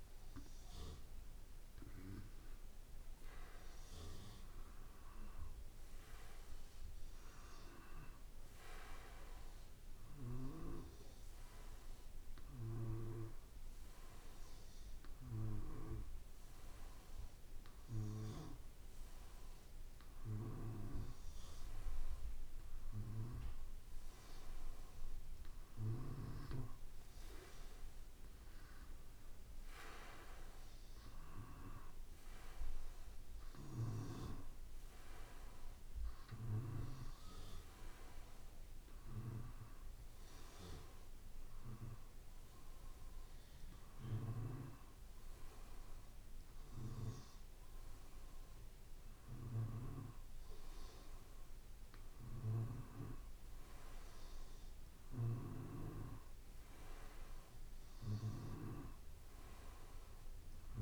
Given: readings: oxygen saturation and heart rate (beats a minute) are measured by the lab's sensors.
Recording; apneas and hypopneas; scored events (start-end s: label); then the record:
breathing in sleep by a room microphone; none
none scored
From the record:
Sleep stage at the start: N2 (light sleep); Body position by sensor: on the back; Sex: male